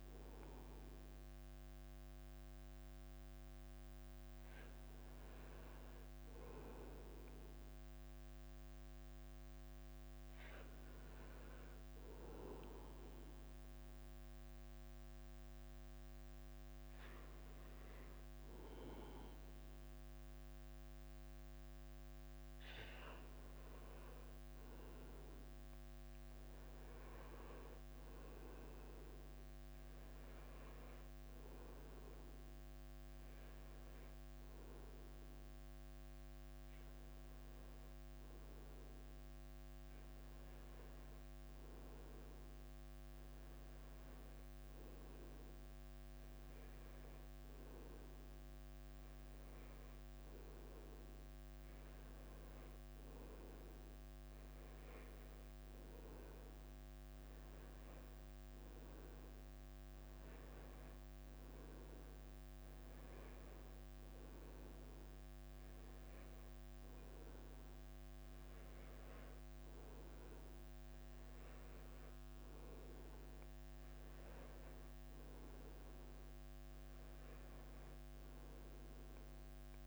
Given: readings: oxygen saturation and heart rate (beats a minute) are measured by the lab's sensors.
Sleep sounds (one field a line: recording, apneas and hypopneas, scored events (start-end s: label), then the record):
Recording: a person partly awake in a sleep study, hard to hear, by a microphone on the trachea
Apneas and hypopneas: 1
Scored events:
6.50-79.86 s: new sleep stage, N1 (lightest sleep)
13.50-24.50 s: mixed apnea (oxygen 96% before, 93% lowest, heart rate 93 before, 93 extreme, up 3 after)
27.00-31.50 s: arousal
28.50-36.50 s: drop in pulse transit time (device-marked, heart rate 93 before, 95 extreme)
30.50-41.50 s: oxygen desaturation (device-marked, oxygen 96% before, 93% lowest, heart rate 93 before, 98 extreme)
36.50-42.50 s: tachycardia (device-marked, heart rate 99 before, 102 extreme)
46.50-78.50 s: drop in pulse transit time (device-marked, heart rate 98 before, 98 extreme)
51.50-79.86 s: tachycardia (device-marked, heart rate 99 before, 103 extreme)
From the record:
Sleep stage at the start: awake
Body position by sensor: on the right side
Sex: male